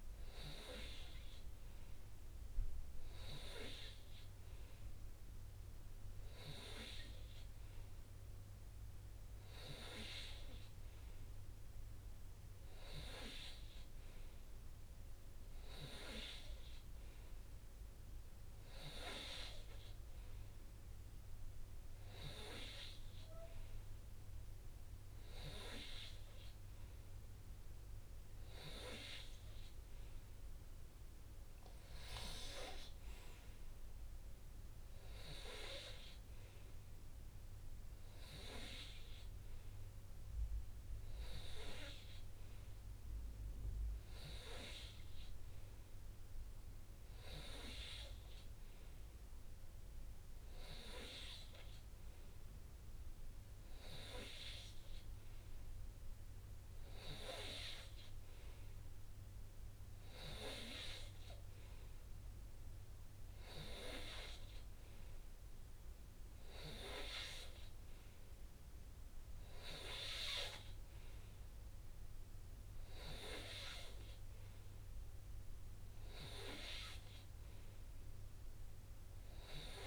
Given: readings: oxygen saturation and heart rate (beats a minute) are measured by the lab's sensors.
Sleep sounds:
breathing in sleep by a room microphone; none
9.50-11.50 s: long interval between heartbeats (device-marked, heart rate 66 before, 67 extreme)
67.00-69.00 s: long interval between heartbeats (device-marked, heart rate 61 before, 69 extreme)
From the record:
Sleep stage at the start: N3 (deep sleep); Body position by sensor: on the right side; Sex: male

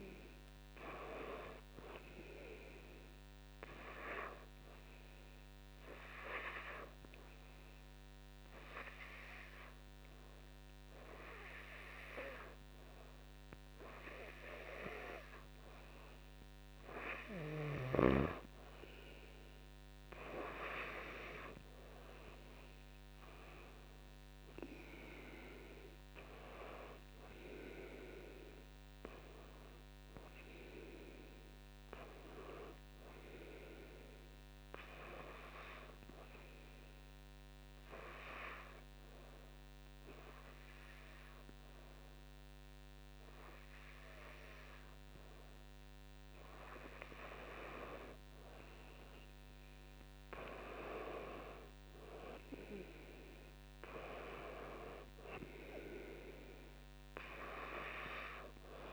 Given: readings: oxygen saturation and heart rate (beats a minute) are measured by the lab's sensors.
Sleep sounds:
breathing in sleep by a microphone on the trachea; 2
0.00-3.00 s: oxygen desaturation (device-marked, oxygen 90% lowest, heart rate 55 extreme)
2.00-15.50 s: hypopnea (oxygen 95% before, 90% lowest, heart rate 62 before, 53 extreme, up 7 after)
19.00-22.50 s: arousal
26.00-47.00 s: oxygen desaturation (device-marked, oxygen 94% before, 90% lowest, heart rate 60 before, 53 extreme)
36.00-47.00 s: hypopnea (oxygen 94% before, 90% lowest, heart rate 61 before, 55 extreme, up 10 after)
49.00-52.00 s: arousal
From the record:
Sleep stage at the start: N2 (light sleep); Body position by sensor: on the back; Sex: male

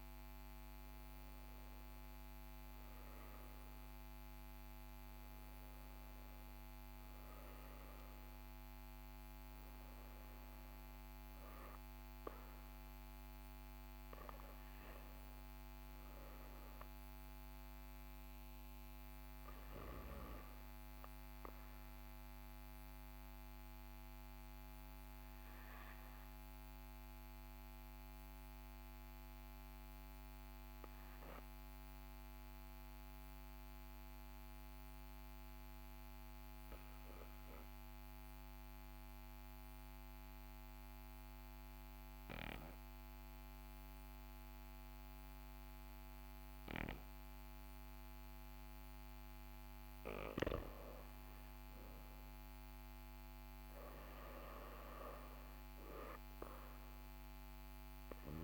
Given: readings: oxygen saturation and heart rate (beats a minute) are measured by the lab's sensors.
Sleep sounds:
breathing in sleep by a microphone on the trachea; 1
22.00-51.50 s: obstructive apnea (oxygen 98% before, 93% lowest, heart rate 44 before, 42 extreme, up 2 after)
51.00-58.43 s: oxygen desaturation (device-marked, oxygen 98% before, 93% lowest, heart rate 42 before, 43 extreme)
53.50-58.00 s: arousal
From the record:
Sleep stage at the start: REM sleep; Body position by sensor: on the right side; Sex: male

